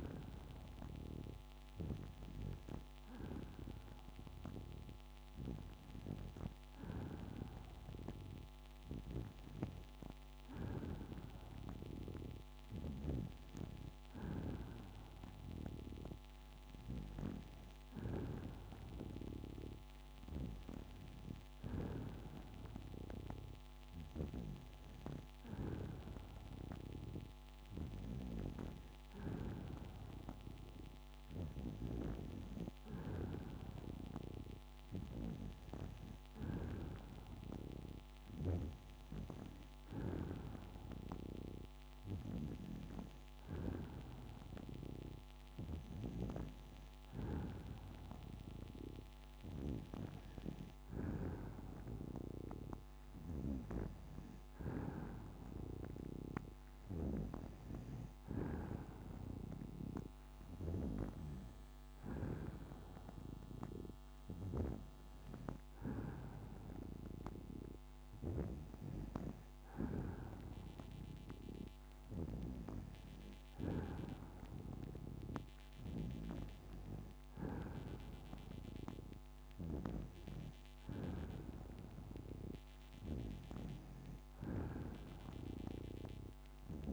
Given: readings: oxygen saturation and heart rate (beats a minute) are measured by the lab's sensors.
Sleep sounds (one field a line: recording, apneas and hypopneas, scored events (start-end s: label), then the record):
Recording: breathing in sleep by a microphone on the trachea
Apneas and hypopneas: none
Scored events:
67.00-72.00 s: arousal
From the record:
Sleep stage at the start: N2 (light sleep)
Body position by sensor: on the back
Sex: female